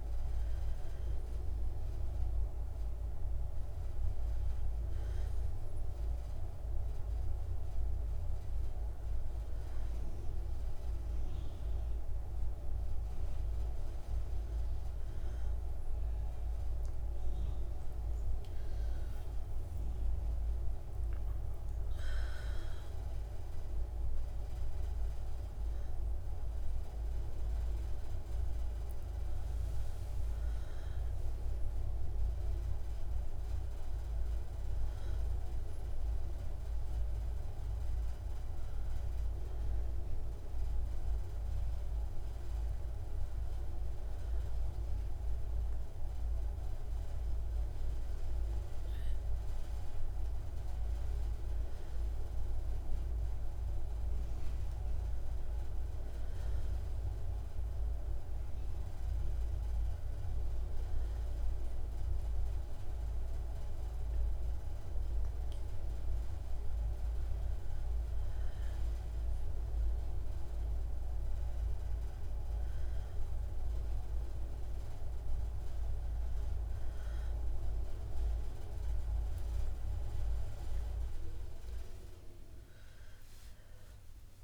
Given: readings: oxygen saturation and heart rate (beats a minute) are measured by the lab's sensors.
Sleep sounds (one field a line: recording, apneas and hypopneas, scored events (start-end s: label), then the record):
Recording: breathing in sleep, hard to hear, by a room microphone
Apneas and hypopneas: 1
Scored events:
0.00-14.00 s: oxygen desaturation (device-marked, oxygen 91% lowest, heart rate 59 extreme)
17.00-21.00 s: arousal
39.50-49.50 s: hypopnea (oxygen 96% before, 91% lowest, heart rate 63 before, 59 extreme, up 2 after)
51.50-55.00 s: arousal
54.00-84.44 s: new sleep stage, REM sleep
61.00-69.00 s: oxygen desaturation (device-marked, oxygen 95% before, 91% lowest, heart rate 60 before, 61 extreme)
From the record:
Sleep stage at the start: N2 (light sleep)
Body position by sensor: on the back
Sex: female